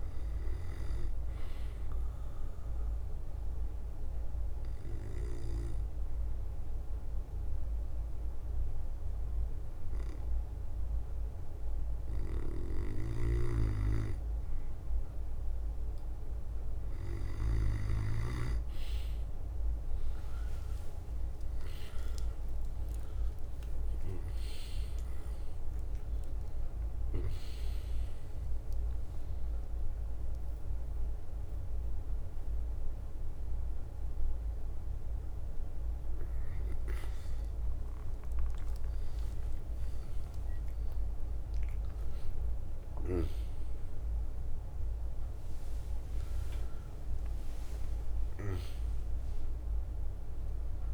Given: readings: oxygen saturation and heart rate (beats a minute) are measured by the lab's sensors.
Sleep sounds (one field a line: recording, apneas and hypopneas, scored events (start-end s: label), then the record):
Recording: breathing in sleep by a room microphone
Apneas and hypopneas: 1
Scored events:
0.00-1.50 s: leg movement (device-marked)
0.00-9.00 s: oxygen desaturation (device-marked, oxygen 94% lowest, heart rate 58 extreme)
2.00-12.00 s: bradycardia (device-marked, heart rate 61 before, 58 extreme)
3.00-13.50 s: hypopnea (oxygen 99% before, 95% lowest, heart rate 62 before, 58 extreme, up 4 after)
4.50-5.50 s: leg movement (device-marked)
7.00-25.00 s: drop in pulse transit time (device-marked, heart rate 62 before, 58 extreme)
8.00-16.00 s: leg movement (device-marked)
18.00-20.50 s: leg movement (device-marked)
22.50-24.50 s: leg movement (device-marked)
23.00-26.50 s: arousal
25.50-26.50 s: leg movement (device-marked)
29.00-38.50 s: leg movement (device-marked)
33.00-43.00 s: oxygen desaturation (device-marked, oxygen 98% before, 95% lowest, heart rate 64 before, 55 extreme)
41.00-50.94 s: drop in pulse transit time (device-marked, heart rate 65 before, 64 extreme)
41.50-43.50 s: leg movement (device-marked)
44.50-49.50 s: leg movement (device-marked)
49.50-50.94 s: arousal
From the record:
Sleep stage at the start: N2 (light sleep)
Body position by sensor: on the back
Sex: male